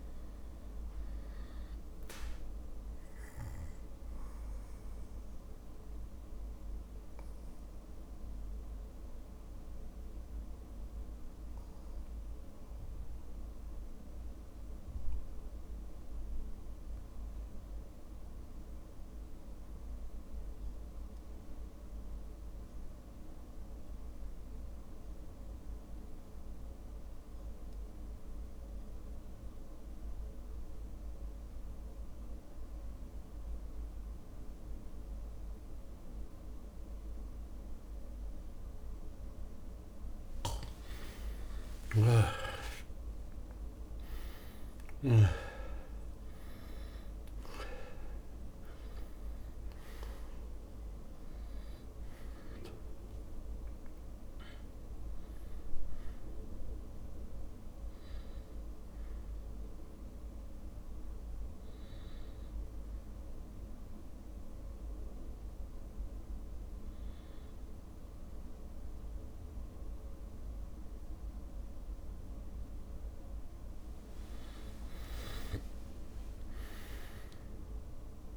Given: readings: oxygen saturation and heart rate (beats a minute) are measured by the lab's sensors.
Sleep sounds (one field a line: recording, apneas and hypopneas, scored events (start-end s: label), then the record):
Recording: a person partly awake in a sleep study, hard to hear, by a room microphone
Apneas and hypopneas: 1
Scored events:
3.00-25.00 s: oxygen desaturation (device-marked, oxygen 100% before, 94% lowest)
4.00-39.50 s: mixed apnea (oxygen 100% before, 87% lowest)
20.50-22.50 s: long interval between heartbeats (device-marked)
42.00-73.00 s: oxygen desaturation (device-marked, oxygen 99% before, 87% lowest)
49.00-78.37 s: new sleep stage, awake
From the record:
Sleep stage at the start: N2 (light sleep)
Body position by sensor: on the back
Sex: male